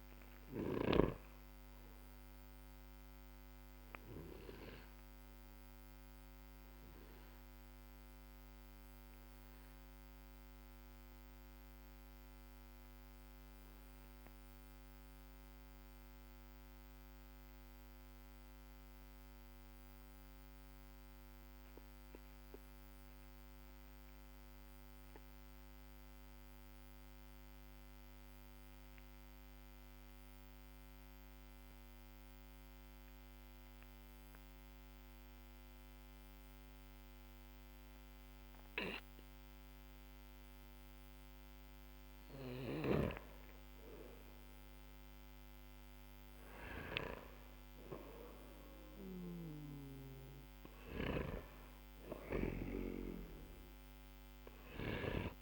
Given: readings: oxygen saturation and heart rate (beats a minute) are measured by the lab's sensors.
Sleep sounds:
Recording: breathing in sleep by a microphone on the trachea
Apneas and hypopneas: 1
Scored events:
0.00-26.00 s: oxygen desaturation (device-marked, oxygen 92% lowest, heart rate 46 extreme)
3.50-44.50 s: obstructive apnea (oxygen 98% before, 92% lowest, heart rate 53 before, 47 extreme, up 5 after)
46.50-49.50 s: arousal
49.00-55.42 s: oxygen desaturation (device-marked, oxygen 98% before, 93% lowest, heart rate 59 before, 44 extreme)
50.50-55.00 s: snoring (device-marked)
From the record:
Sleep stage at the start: N2 (light sleep)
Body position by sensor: on the back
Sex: male

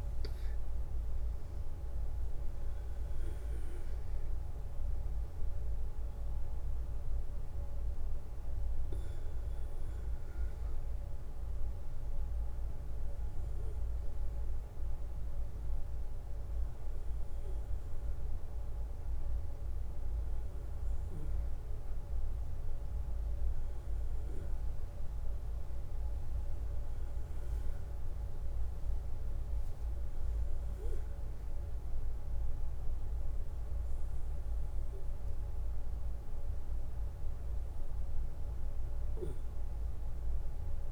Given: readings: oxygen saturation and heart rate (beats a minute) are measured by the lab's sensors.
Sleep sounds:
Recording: breathing in sleep, hard to hear, by a room microphone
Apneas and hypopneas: none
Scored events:
0.00-1.00 s: oxygen desaturation (device-marked, oxygen 92% lowest, heart rate 64 extreme)
From the record:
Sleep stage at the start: N1 (lightest sleep)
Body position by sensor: on the back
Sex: male

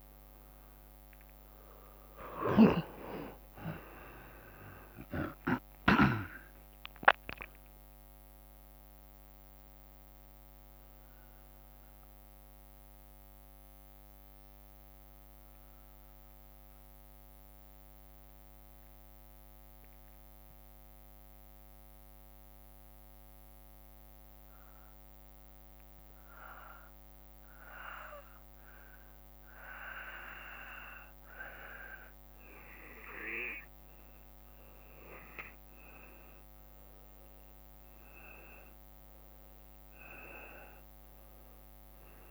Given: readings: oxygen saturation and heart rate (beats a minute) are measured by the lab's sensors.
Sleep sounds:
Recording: breathing in sleep by a microphone on the trachea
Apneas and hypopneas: 1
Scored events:
0.00-16.00 s: drop in pulse transit time (device-marked, heart rate 72 before, 56 extreme)
2.50-6.00 s: snoring (device-marked)
13.50-29.50 s: mixed apnea (oxygen 95% before, 87% lowest, heart rate 68 before, 54 extreme, up 5 after)
32.00-36.00 s: arousal
34.00-42.31 s: oxygen desaturation (device-marked, oxygen 97% before, 87% lowest, heart rate 55 before, 53 extreme)
From the record:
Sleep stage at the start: N2 (light sleep)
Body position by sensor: on the back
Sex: male

